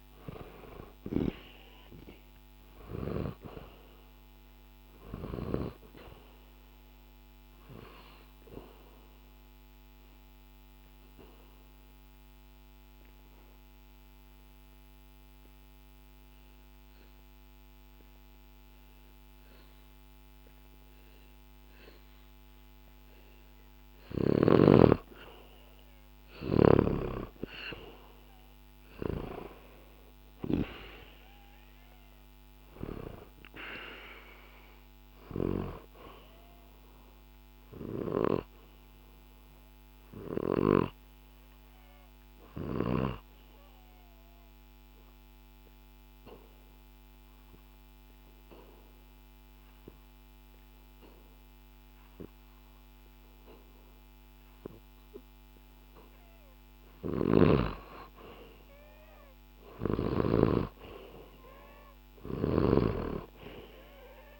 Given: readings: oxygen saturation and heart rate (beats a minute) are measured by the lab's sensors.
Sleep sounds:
breathing in sleep by a microphone on the trachea; 2
0.00-1.00 s: snoring (device-marked)
4.00-20.00 s: oxygen desaturation (device-marked, oxygen 98% before, 90% lowest, heart rate 67 before, 67 extreme)
5.00-24.00 s: obstructive apnea (oxygen 98% before, 90% lowest, heart rate 67 before, 67 extreme)
24.00-29.00 s: snoring (device-marked)
26.50-30.50 s: arousal
32.00-54.00 s: oxygen desaturation (device-marked, oxygen 97% before, 91% lowest, heart rate 69 before, 64 extreme)
38.00-56.00 s: obstructive apnea (oxygen 97% before, 89% lowest, heart rate 68 before, 64 extreme)
56.50-60.00 s: snoring (device-marked)
57.50-62.00 s: arousal
From the record:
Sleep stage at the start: N2 (light sleep); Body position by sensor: on the back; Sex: male

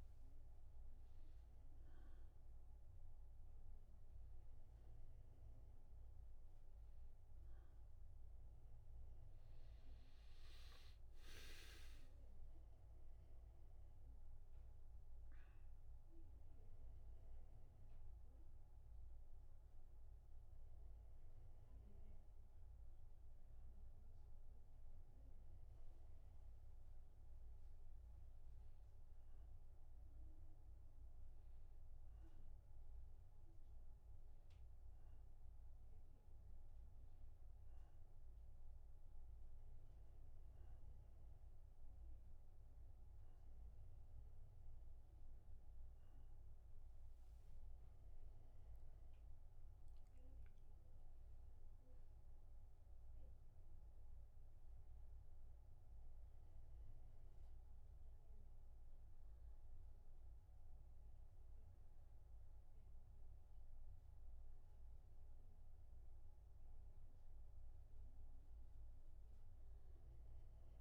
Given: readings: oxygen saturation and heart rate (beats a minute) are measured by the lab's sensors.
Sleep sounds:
a person awake in a sleep study, hard to hear, by a room microphone; none
46.50-70.81 s: new sleep stage, N1 (lightest sleep)
From the record:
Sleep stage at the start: awake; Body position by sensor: on the back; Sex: male

